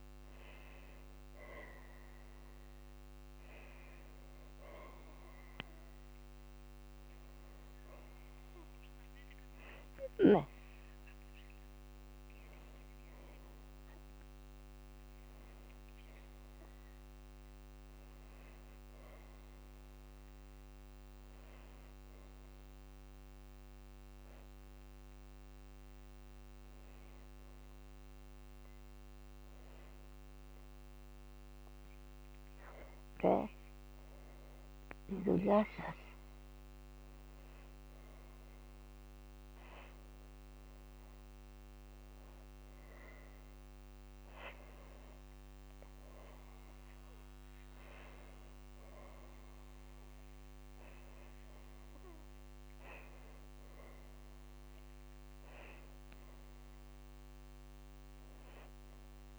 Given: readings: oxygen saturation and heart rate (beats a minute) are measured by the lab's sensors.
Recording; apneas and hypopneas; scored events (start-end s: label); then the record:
a person awake in a sleep study, by a microphone on the trachea; none
none scored
From the record:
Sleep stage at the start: awake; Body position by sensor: on the back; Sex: female